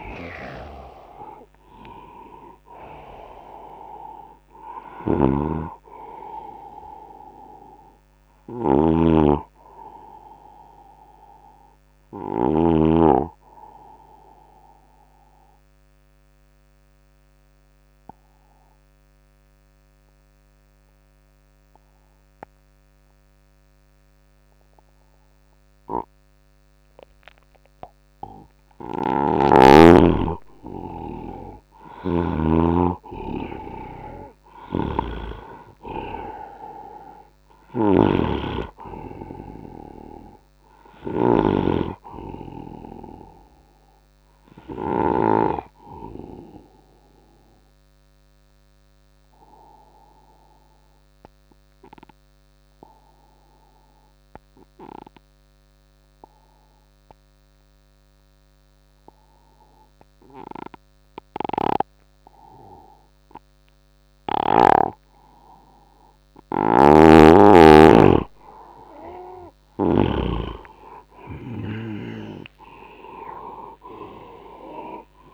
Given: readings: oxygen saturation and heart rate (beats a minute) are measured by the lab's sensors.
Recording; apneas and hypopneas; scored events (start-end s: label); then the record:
breathing in sleep by a microphone on the trachea; 2
0.00-12.50 s: snoring (device-marked)
0.00-19.50 s: oxygen desaturation (device-marked, oxygen 89% lowest, heart rate 65 extreme)
10.00-29.00 s: obstructive apnea (oxygen 98% before, 89% lowest, heart rate 81 before, 72 extreme, up 6 after)
28.50-32.00 s: snoring (device-marked)
31.50-34.50 s: arousal
34.00-45.00 s: snoring (device-marked)
35.50-56.50 s: oxygen desaturation (device-marked, oxygen 99% before, 93% lowest, heart rate 83 before, 66 extreme)
45.50-63.50 s: obstructive apnea (oxygen 99% before, 91% lowest, heart rate 82 before, 66 extreme, up 0 after)
66.00-70.00 s: snoring (device-marked)
68.50-75.34 s: oxygen desaturation (device-marked, oxygen 98% before, 91% lowest, heart rate 74 before, 67 extreme)
71.00-75.34 s: arousal
From the record:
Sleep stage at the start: N2 (light sleep); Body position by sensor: on the right side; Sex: male